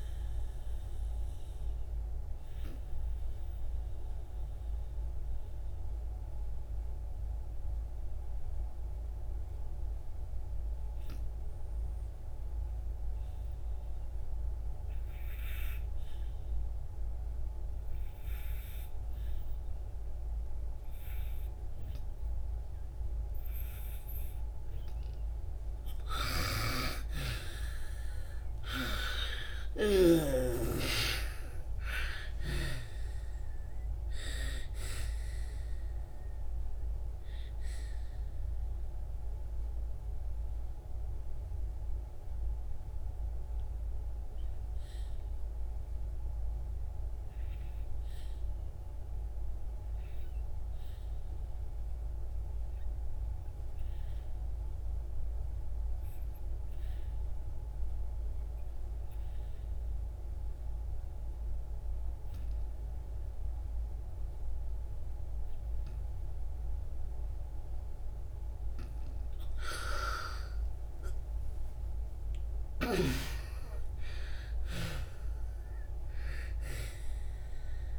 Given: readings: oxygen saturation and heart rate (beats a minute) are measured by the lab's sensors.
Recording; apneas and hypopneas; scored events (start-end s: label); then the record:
breathing in sleep by a room microphone; 2
0.00-20.00 s: oxygen desaturation (device-marked, oxygen 65% lowest, heart rate 62 extreme)
0.50-25.50 s: mixed apnea (oxygen 97% before, 65% lowest, heart rate 76 before, 59 extreme, up 35 after)
25.00-57.00 s: oxygen desaturation (device-marked, oxygen 97% before, 70% lowest, heart rate 67 before, 59 extreme)
28.00-32.50 s: arousal
37.00-69.50 s: mixed apnea (oxygen 97% before, 67% lowest, heart rate 78 before, 59 extreme, up 50 after)
59.00-77.99 s: oxygen desaturation (device-marked, oxygen 98% before, 67% lowest, heart rate 65 before, 60 extreme)
70.50-74.50 s: arousal
From the record:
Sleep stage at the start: N2 (light sleep); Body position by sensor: on the back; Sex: female